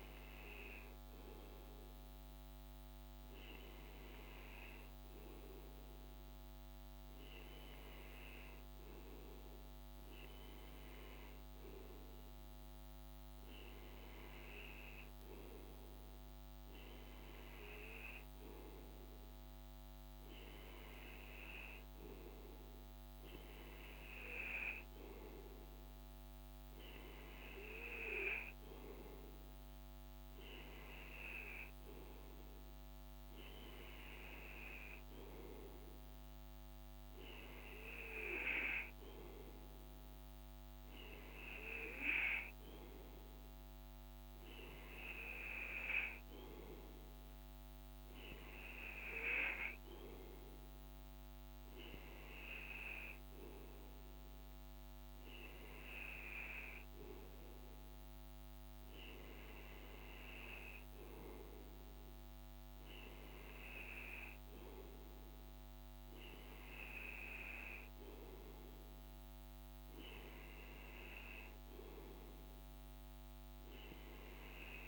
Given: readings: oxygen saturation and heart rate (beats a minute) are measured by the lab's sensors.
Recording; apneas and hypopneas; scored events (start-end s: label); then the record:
breathing in sleep by a microphone on the trachea; none
none scored
From the record:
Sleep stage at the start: N2 (light sleep); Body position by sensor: on the right side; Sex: male